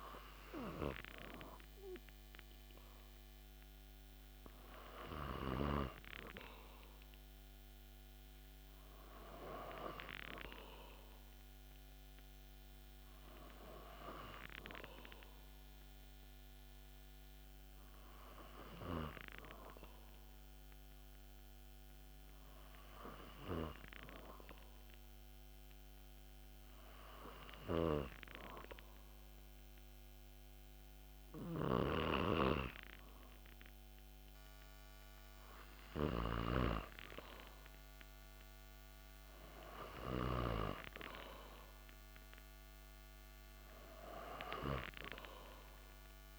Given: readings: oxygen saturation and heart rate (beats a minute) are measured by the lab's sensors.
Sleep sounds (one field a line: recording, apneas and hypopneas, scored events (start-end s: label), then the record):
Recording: breathing in sleep by a microphone on the trachea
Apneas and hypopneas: 1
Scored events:
15.50-36.00 s: hypopnea (oxygen 94% before, 92% lowest)
42.00-45.50 s: arousal
From the record:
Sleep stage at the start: N2 (light sleep)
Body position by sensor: on the back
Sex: male